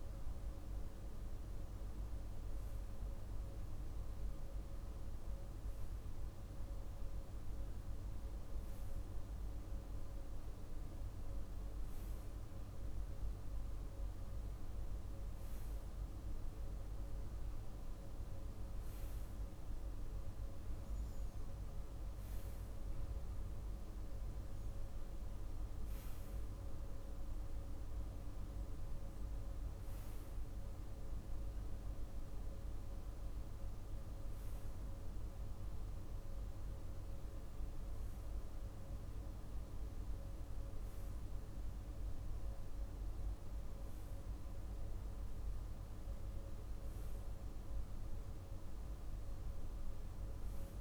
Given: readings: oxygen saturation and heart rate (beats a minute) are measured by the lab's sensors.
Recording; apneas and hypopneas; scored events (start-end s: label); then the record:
breathing in sleep, hard to hear, by a room microphone; none
none scored
From the record:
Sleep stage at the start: REM sleep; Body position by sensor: on the right side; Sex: male